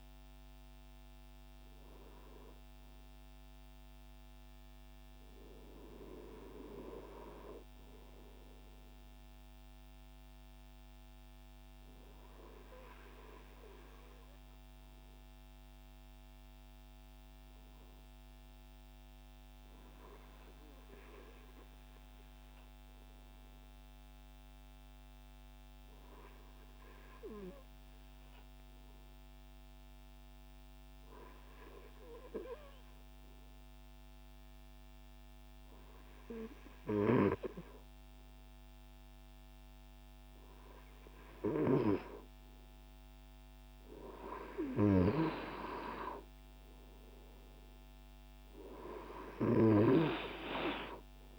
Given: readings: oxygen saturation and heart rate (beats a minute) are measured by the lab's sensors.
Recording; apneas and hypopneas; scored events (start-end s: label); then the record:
breathing in sleep by a microphone on the trachea; 1
10.00-38.50 s: obstructive apnea (oxygen 99% before, 96% lowest, heart rate 61 before, 56 extreme, up 7 after)
40.50-44.50 s: arousal
From the record:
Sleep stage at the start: REM sleep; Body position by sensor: on the front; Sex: male